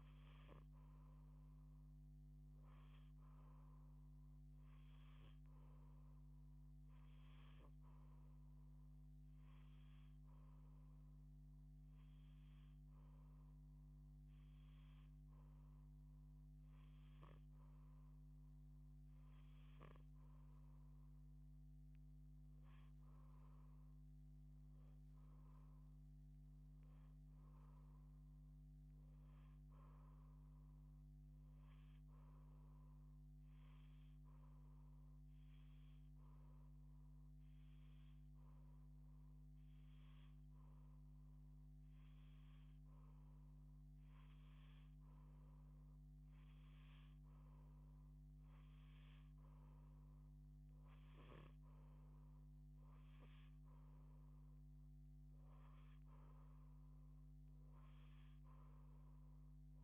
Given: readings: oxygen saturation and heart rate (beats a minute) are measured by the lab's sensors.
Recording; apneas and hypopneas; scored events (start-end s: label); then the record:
breathing in sleep, hard to hear, by a microphone on the trachea; 1
34.50-44.50 s: hypopnea (oxygen 89% before, 87% lowest, heart rate 181 before, 94 extreme, up 42 after)
46.50-50.50 s: arousal
From the record:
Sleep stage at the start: N2 (light sleep); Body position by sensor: on the back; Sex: female